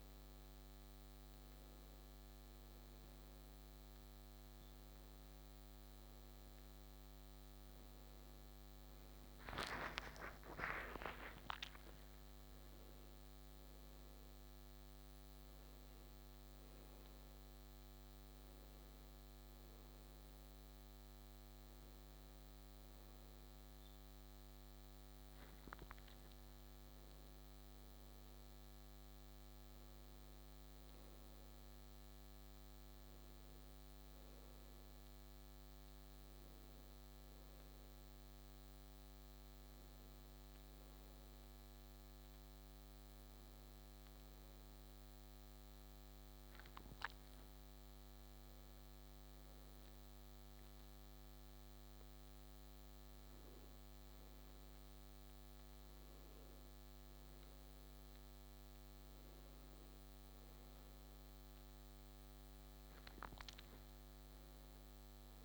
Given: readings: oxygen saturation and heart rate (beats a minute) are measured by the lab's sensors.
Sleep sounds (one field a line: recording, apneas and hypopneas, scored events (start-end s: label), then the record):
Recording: a person awake in a sleep study, hard to hear, by a microphone on the trachea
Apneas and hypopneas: none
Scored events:
none scored
From the record:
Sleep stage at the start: awake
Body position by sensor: on the back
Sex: male